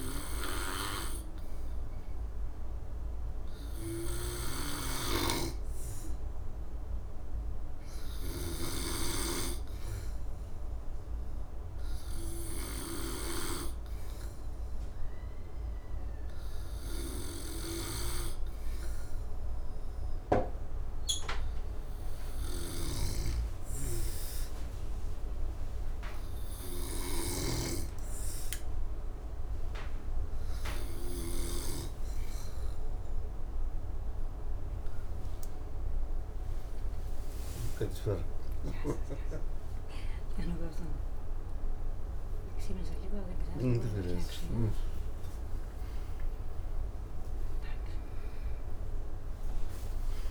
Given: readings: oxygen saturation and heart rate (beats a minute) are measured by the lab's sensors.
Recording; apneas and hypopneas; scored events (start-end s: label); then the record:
breathing in sleep by a room microphone; none
18.00-48.00 s: new sleep stage, N2 (light sleep)
37.50-43.50 s: snoring (device-marked)
48.00-50.31 s: new sleep stage, awake
From the record:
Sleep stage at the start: N3 (deep sleep); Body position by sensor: on the back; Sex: male